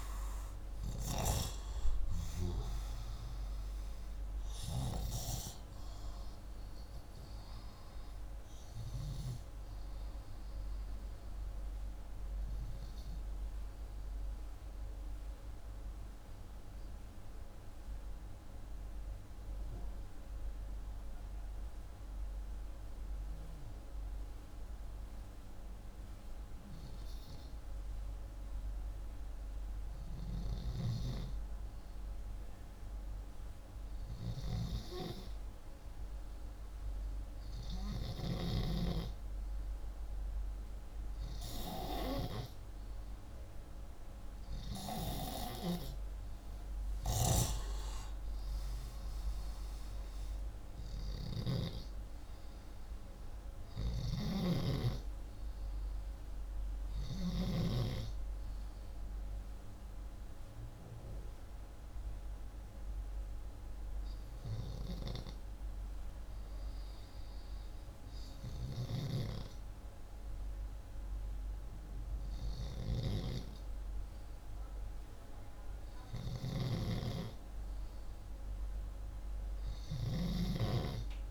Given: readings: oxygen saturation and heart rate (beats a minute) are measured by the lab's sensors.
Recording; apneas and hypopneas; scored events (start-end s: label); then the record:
breathing in sleep by a room microphone; 2
12.00-28.00 s: obstructive apnea (oxygen 91% before, 87% lowest, heart rate 69 before, 58 extreme, up 2 after)
30.00-33.50 s: arousal
37.00-58.00 s: oxygen desaturation (device-marked, oxygen 93% before, 87% lowest, heart rate 60 before, 60 extreme)
53.50-57.00 s: snoring (device-marked)
56.00-81.31 s: new sleep stage, N2 (light sleep)
57.50-74.00 s: hypopnea (oxygen 93% before, 89% lowest, heart rate 62 before, 60 extreme, up 1 after)
76.50-80.50 s: arousal
79.00-81.31 s: snoring (device-marked)
From the record:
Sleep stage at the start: N1 (lightest sleep); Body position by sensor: upright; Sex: male